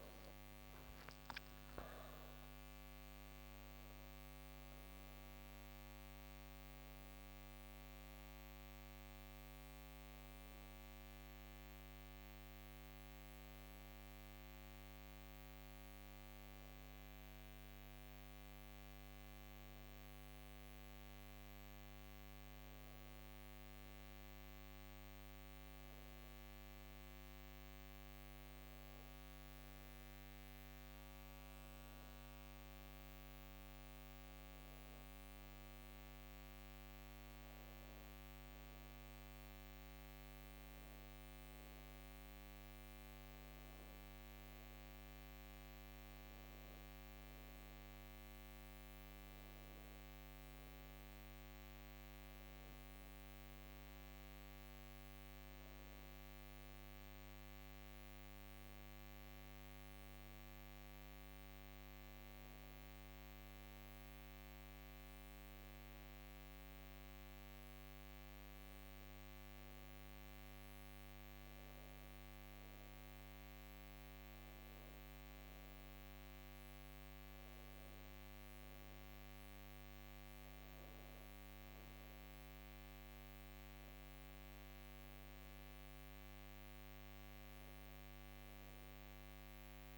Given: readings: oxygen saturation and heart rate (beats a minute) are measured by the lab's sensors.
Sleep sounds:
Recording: breathing in sleep, hard to hear, by a microphone on the trachea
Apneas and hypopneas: none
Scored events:
0.00-1.00 s: arousal
5.50-89.98 s: new sleep stage, N2 (light sleep)
From the record:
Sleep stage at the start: N1 (lightest sleep)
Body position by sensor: on the back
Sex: female

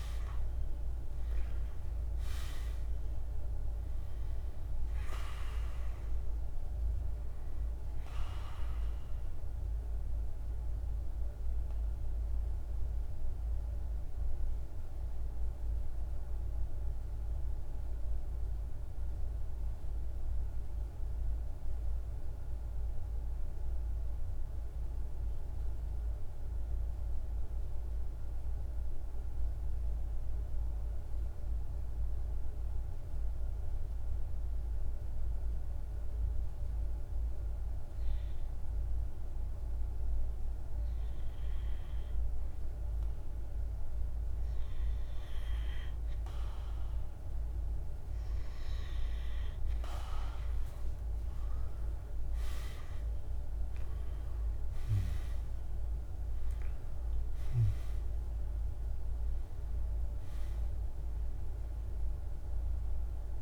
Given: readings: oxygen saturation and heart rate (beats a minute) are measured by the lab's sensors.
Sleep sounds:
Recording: breathing in sleep, hard to hear, by a room microphone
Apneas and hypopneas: 1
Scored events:
0.00-21.00 s: oxygen desaturation (device-marked, oxygen 89% lowest, heart rate 49 extreme)
13.50-46.50 s: mixed apnea (oxygen 97% before, 89% lowest, heart rate 54 before, 49 extreme, up 6 after)
36.00-63.41 s: oxygen desaturation (device-marked, oxygen 99% before, 89% lowest, heart rate 50 before, 50 extreme)
51.00-55.50 s: arousal
From the record:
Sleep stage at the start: N2 (light sleep)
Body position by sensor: on the right side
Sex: male

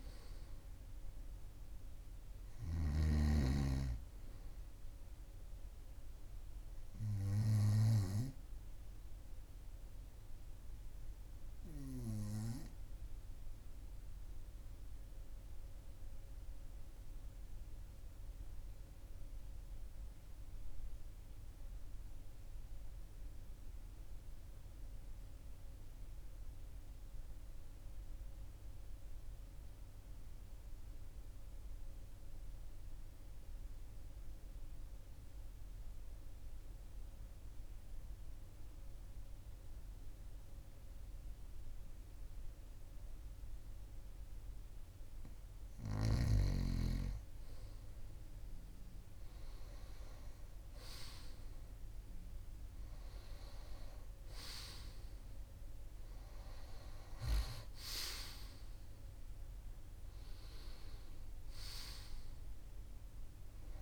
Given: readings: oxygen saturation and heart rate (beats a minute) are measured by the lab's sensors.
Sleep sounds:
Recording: breathing in sleep by a room microphone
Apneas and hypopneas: 1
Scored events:
0.00-2.50 s: snoring (device-marked)
0.00-11.50 s: oxygen desaturation (device-marked, oxygen 93% lowest, heart rate 41 extreme)
12.00-45.00 s: obstructive apnea (oxygen 97% before, 94% lowest, heart rate 42 before, 41 extreme, up 2 after)
47.50-51.00 s: arousal
From the record:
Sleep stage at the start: N2 (light sleep)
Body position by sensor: on the right side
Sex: male

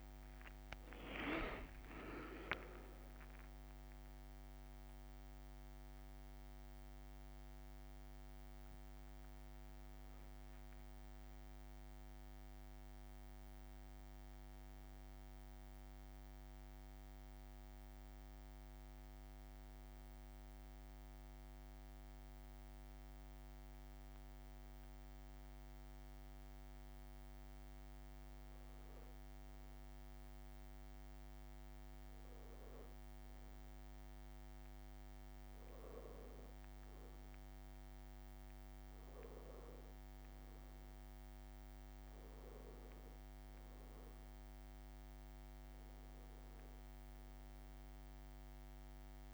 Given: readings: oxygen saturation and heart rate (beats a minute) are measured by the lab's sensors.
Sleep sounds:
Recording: breathing in sleep, hard to hear, by a microphone on the trachea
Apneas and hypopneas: none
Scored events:
0.00-3.00 s: arousal
9.50-11.50 s: long interval between heartbeats (device-marked)
13.00-15.00 s: long interval between heartbeats (device-marked)
18.50-20.50 s: long interval between heartbeats (device-marked)
27.50-29.50 s: long interval between heartbeats (device-marked)
38.50-40.50 s: long interval between heartbeats (device-marked, heart rate 39 before, 47 extreme)
44.00-46.00 s: long interval between heartbeats (device-marked, heart rate 41 before, 28 extreme)
From the record:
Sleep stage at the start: N1 (lightest sleep)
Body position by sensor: on the back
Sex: male

